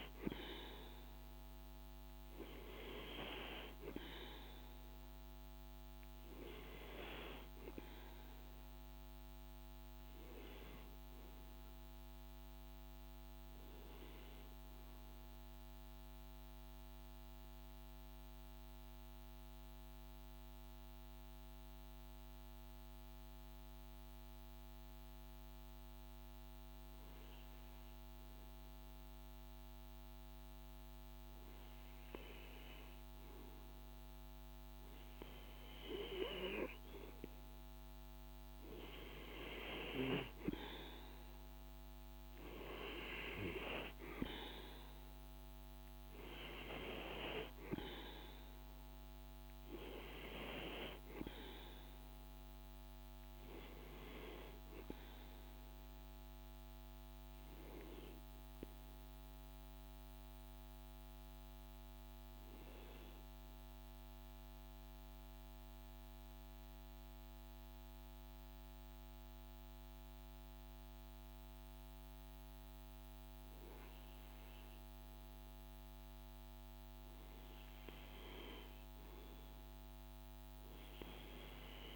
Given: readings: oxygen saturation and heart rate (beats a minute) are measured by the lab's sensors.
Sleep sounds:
breathing in sleep by a microphone on the trachea; 2
0.00-15.00 s: oxygen desaturation (device-marked, oxygen 92% lowest, heart rate 52 extreme)
15.00-31.00 s: mixed apnea (oxygen 97% before, 92% lowest, heart rate 54 before, 52 extreme, up 0 after)
33.00-37.00 s: arousal
37.00-61.00 s: oxygen desaturation (device-marked, oxygen 97% before, 92% lowest, heart rate 53 before, 52 extreme)
61.50-75.50 s: mixed apnea (oxygen 97% before, 92% lowest, heart rate 53 before, 53 extreme, up 2 after)
77.50-81.00 s: arousal
From the record:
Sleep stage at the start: N2 (light sleep); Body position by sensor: on the right side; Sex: male

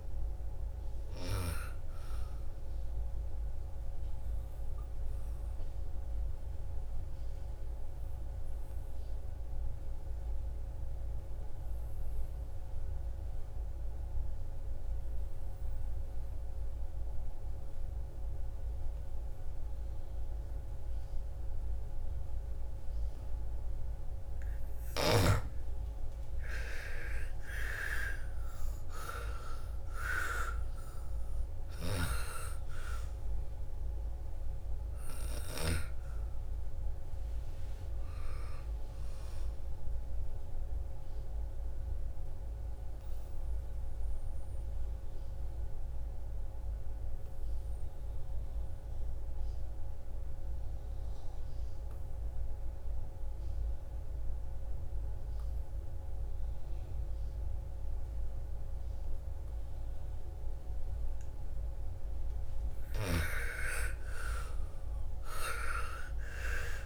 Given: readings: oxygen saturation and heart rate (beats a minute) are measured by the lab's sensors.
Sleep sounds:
breathing in sleep by a room microphone; 2
0.00-13.00 s: oxygen desaturation (device-marked, oxygen 89% lowest, heart rate 56 extreme)
3.00-24.00 s: obstructive apnea (oxygen 99% before, 83% lowest, heart rate 61 before, 56 extreme, up 13 after)
25.00-46.00 s: oxygen desaturation (device-marked, oxygen 99% before, 84% lowest, heart rate 58 before, 56 extreme)
26.00-31.00 s: arousal
31.00-35.50 s: snoring (device-marked)
40.50-61.50 s: obstructive apnea (oxygen 99% before, 83% lowest, heart rate 63 before, 56 extreme, up 16 after)
62.00-66.86 s: oxygen desaturation (device-marked, oxygen 98% before, 83% lowest, heart rate 58 before, 57 extreme)
64.00-66.86 s: arousal
From the record:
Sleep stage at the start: N2 (light sleep); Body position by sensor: on the back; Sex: female

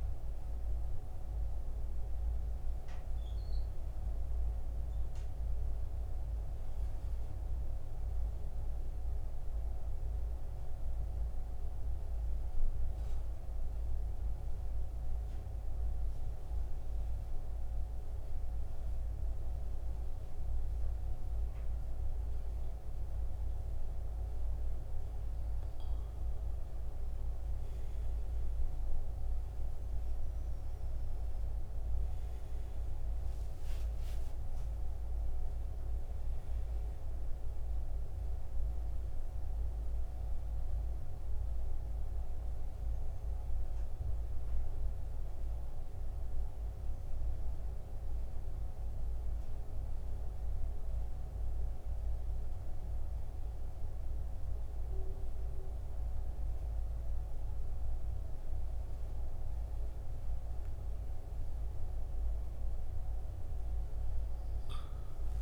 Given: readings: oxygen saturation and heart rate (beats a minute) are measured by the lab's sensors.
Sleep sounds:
a person partly awake in a sleep study, hard to hear, by a room microphone; 1
5.00-35.00 s: new sleep stage, N1 (lightest sleep)
15.00-26.00 s: hypopnea (oxygen 92% before, 86% lowest, heart rate 72 before, 68 extreme, up 10 after)
25.00-48.00 s: oxygen desaturation (device-marked, oxygen 94% before, 86% lowest, heart rate 69 before, 69 extreme)
28.50-33.00 s: arousal
35.00-65.42 s: new sleep stage, N2 (light sleep)
From the record:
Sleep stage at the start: awake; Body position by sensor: on the back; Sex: male

